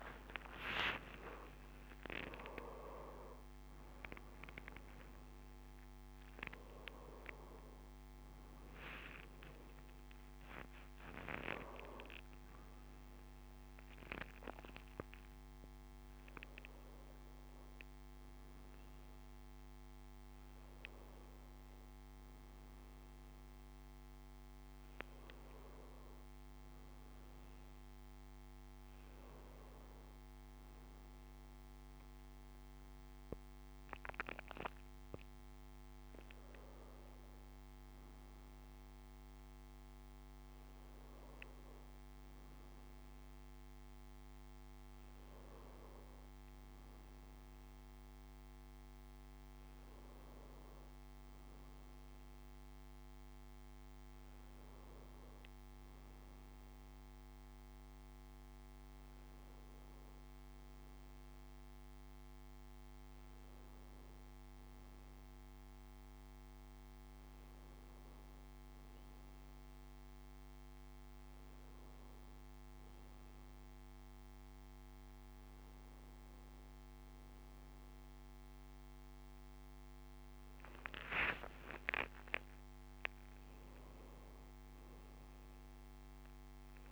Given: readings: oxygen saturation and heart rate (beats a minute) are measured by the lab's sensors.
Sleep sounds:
a person awake in a sleep study, by a microphone on the trachea; none
none scored
From the record:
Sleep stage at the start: awake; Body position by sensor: on the right side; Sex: male

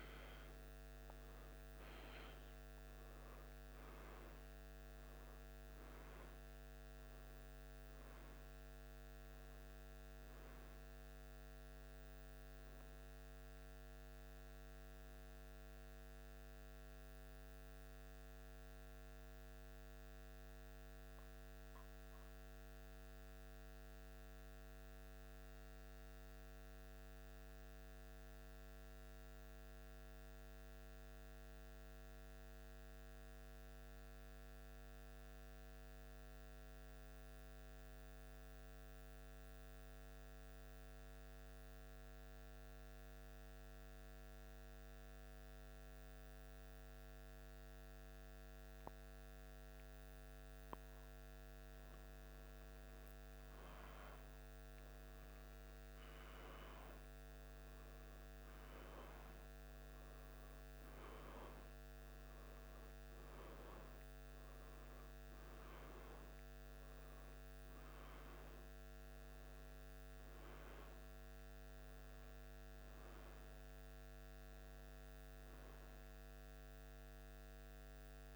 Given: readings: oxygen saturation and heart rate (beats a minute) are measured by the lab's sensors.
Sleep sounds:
breathing in sleep, hard to hear, by a microphone on the trachea; 1
15.50-50.00 s: mixed apnea (oxygen 97% before, 95% lowest, heart rate 78 before, 73 extreme, up 5 after)
52.50-57.50 s: arousal
From the record:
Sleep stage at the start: N2 (light sleep); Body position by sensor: on the back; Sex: male

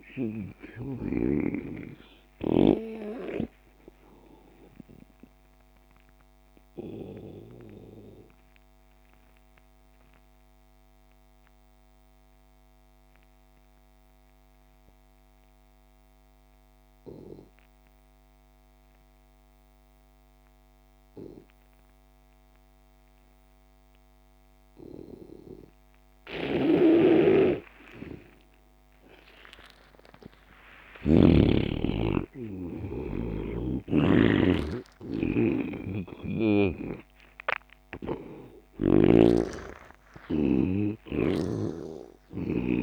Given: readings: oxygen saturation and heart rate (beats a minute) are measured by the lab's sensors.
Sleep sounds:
breathing in sleep by a microphone on the trachea; 1
0.00-11.00 s: oxygen desaturation (device-marked, oxygen 82% lowest)
5.00-29.50 s: obstructive apnea (oxygen 99% before, 83% lowest)
24.00-42.83 s: oxygen desaturation (device-marked, oxygen 99% before, 87% lowest)
26.50-31.50 s: snoring (device-marked)
31.00-35.00 s: arousal
33.50-37.00 s: snoring (device-marked)
From the record:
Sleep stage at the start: N2 (light sleep); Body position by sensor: on the back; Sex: male

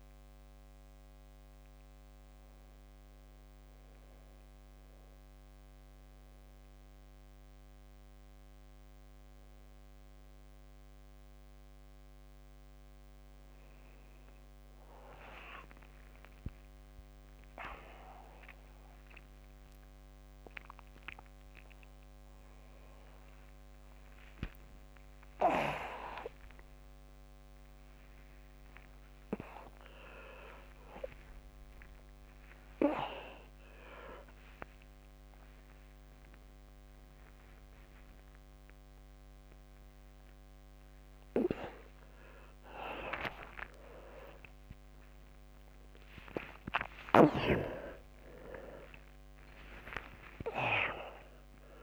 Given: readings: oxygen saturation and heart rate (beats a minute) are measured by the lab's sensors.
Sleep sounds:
a person awake in a sleep study, by a microphone on the trachea; none
1.50-3.50 s: long interval between heartbeats (device-marked, heart rate 108 before, 104 extreme)
4.00-6.00 s: long interval between heartbeats (device-marked, heart rate 109 before, 131 extreme)
4.00-51.83 s: new sleep stage, awake
15.50-17.50 s: long interval between heartbeats (device-marked, heart rate 108 before, 94 extreme)
17.50-19.50 s: long interval between heartbeats (device-marked, heart rate 106 before, 109 extreme)
20.50-22.50 s: long interval between heartbeats (device-marked, heart rate 107 before, 131 extreme)
23.00-25.00 s: long interval between heartbeats (device-marked, heart rate 111 before, 130 extreme)
25.50-27.50 s: long interval between heartbeats (device-marked, heart rate 113 before, 120 extreme)
28.00-30.00 s: long interval between heartbeats (device-marked, heart rate 112 before, 136 extreme)
30.50-32.50 s: long interval between heartbeats (device-marked, heart rate 115 before, 154 extreme)
34.00-36.00 s: long interval between heartbeats (device-marked, heart rate 128 before, 131 extreme)
37.00-41.00 s: bradycardia (device-marked, heart rate 101 before, 48 extreme)
38.00-40.00 s: long interval between heartbeats (device-marked, heart rate 133 before, 82 extreme)
41.00-43.00 s: long interval between heartbeats (device-marked, heart rate 126 before, 48 extreme)
42.50-47.00 s: snoring (device-marked)
45.50-47.50 s: long interval between heartbeats (device-marked, heart rate 110 before, 81 extreme)
47.50-49.50 s: long interval between heartbeats (device-marked, heart rate 107 before, 102 extreme)
From the record:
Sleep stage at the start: N2 (light sleep); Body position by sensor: upright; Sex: male

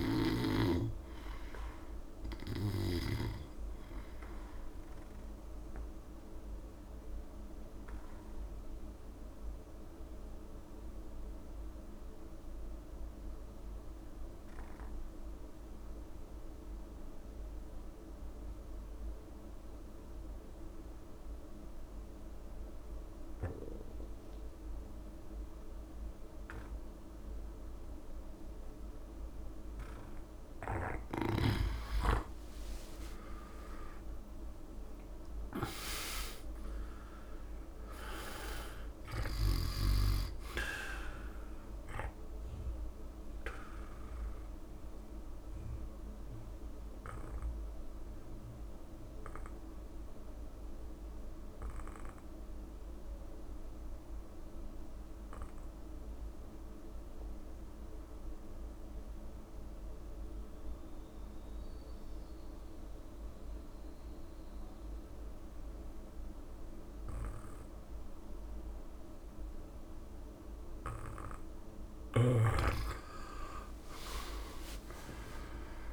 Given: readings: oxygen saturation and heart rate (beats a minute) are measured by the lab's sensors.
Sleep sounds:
breathing in sleep by a room microphone; 2
0.00-16.00 s: oxygen desaturation (device-marked, oxygen 82% lowest, heart rate 27 extreme)
5.50-30.00 s: obstructive apnea (oxygen 100% before, 82% lowest)
28.00-57.00 s: oxygen desaturation (device-marked, oxygen 98% before, 83% lowest)
32.00-34.00 s: long interval between heartbeats (device-marked, heart rate 70 before, 70 extreme)
32.00-36.00 s: arousal
42.50-70.50 s: obstructive apnea (oxygen 99% before, 83% lowest, heart rate 58 before, 56 extreme, up 17 after)
43.50-45.50 s: long interval between heartbeats (device-marked, heart rate 56 before, 38 extreme)
47.50-49.50 s: long interval between heartbeats (device-marked, heart rate 50 before, 72 extreme)
56.00-58.00 s: long interval between heartbeats (device-marked, heart rate 47 before, 65 extreme)
67.00-75.93 s: oxygen desaturation (device-marked, oxygen 99% before, 83% lowest, heart rate 66 before, 68 extreme)
73.50-75.50 s: long interval between heartbeats (device-marked, heart rate 68 before, 73 extreme)
73.50-75.93 s: arousal
From the record:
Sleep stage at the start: N2 (light sleep); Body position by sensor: on the back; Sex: male

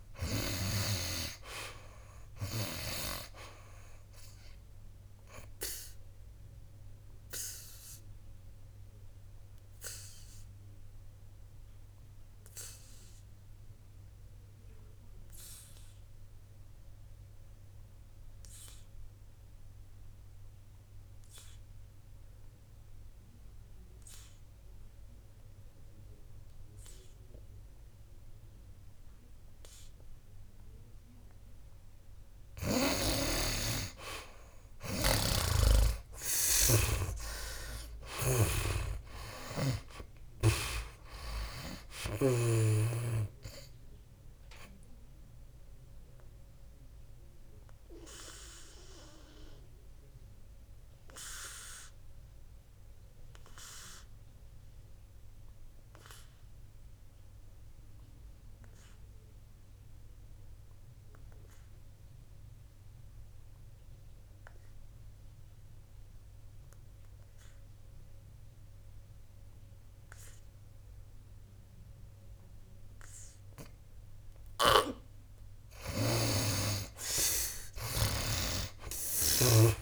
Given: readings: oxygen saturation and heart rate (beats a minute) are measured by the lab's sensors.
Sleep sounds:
breathing in sleep by a room microphone; 2
0.00-1.00 s: arousal
0.00-1.00 s: snoring (device-marked)
0.00-28.00 s: oxygen desaturation (device-marked, oxygen 79% lowest, heart rate 62 extreme)
4.50-33.00 s: obstructive apnea (oxygen 98% before, 73% lowest, heart rate 65 before, 62 extreme, up 14 after)
34.00-68.00 s: oxygen desaturation (device-marked, oxygen 96% before, 73% lowest, heart rate 64 before, 59 extreme)
35.50-43.00 s: snoring (device-marked)
36.00-40.50 s: arousal
46.50-74.50 s: obstructive apnea (oxygen 96% before, 73% lowest, heart rate 70 before, 59 extreme, up 13 after)
74.50-79.81 s: snoring (device-marked)
78.00-79.81 s: arousal
From the record:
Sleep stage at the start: N2 (light sleep); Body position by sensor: on the back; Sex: male

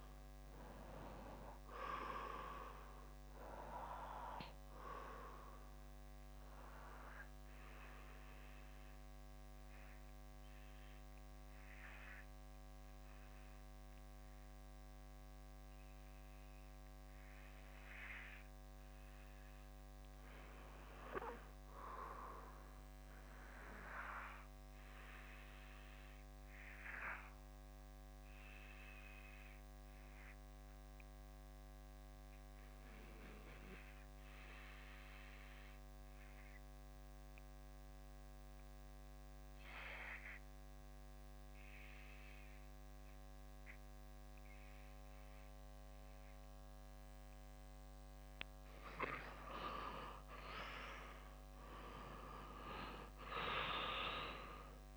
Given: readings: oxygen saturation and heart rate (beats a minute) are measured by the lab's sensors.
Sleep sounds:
breathing in sleep by a microphone on the trachea; 1
6.00-47.50 s: obstructive apnea (oxygen 97% before, 87% lowest, heart rate 65 before, 61 extreme, up 9 after)
31.50-54.97 s: new sleep stage, REM sleep
51.00-54.50 s: arousal
From the record:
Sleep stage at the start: N2 (light sleep); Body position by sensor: on the back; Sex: male

